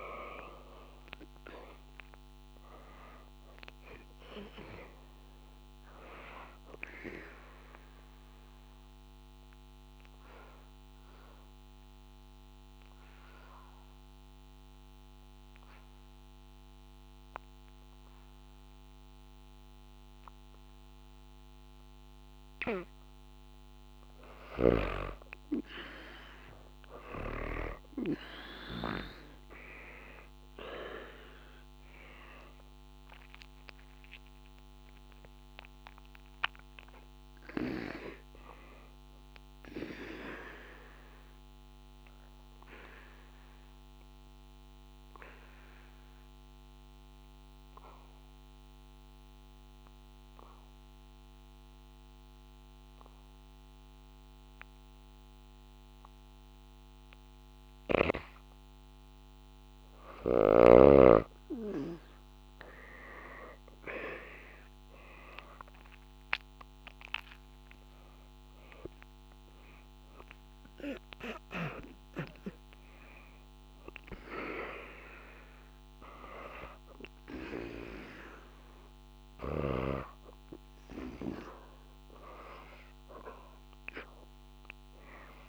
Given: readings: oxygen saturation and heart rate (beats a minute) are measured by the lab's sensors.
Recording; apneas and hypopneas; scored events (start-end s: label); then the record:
breathing in sleep by a microphone on the trachea; 2
7.00-22.50 s: obstructive apnea (oxygen 94% before, 81% lowest, heart rate 111 before, 76 extreme, up 0 after)
24.00-27.50 s: snoring (device-marked)
27.00-53.00 s: oxygen desaturation (device-marked, oxygen 99% before, 83% lowest, heart rate 83 before, 72 extreme)
29.00-34.00 s: arousal
40.00-58.50 s: obstructive apnea (oxygen 99% before, 81% lowest, heart rate 81 before, 72 extreme, up 4 after)
61.00-85.49 s: oxygen desaturation (device-marked, oxygen 99% before, 81% lowest, heart rate 79 before, 76 extreme)
61.50-66.00 s: arousal
From the record:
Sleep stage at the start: N2 (light sleep); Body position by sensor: on the back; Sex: female